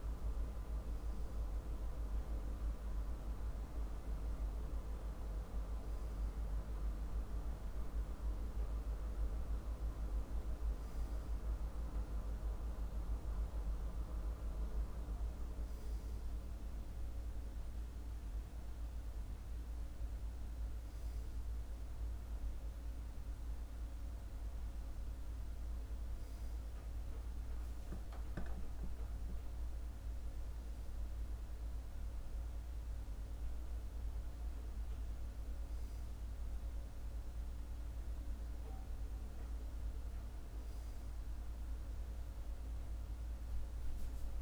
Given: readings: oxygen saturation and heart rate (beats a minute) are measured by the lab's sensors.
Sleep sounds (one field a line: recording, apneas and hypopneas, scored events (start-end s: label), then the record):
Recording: breathing in sleep, hard to hear, by a room microphone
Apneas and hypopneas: none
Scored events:
none scored
From the record:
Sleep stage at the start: N2 (light sleep)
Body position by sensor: on the left side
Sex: male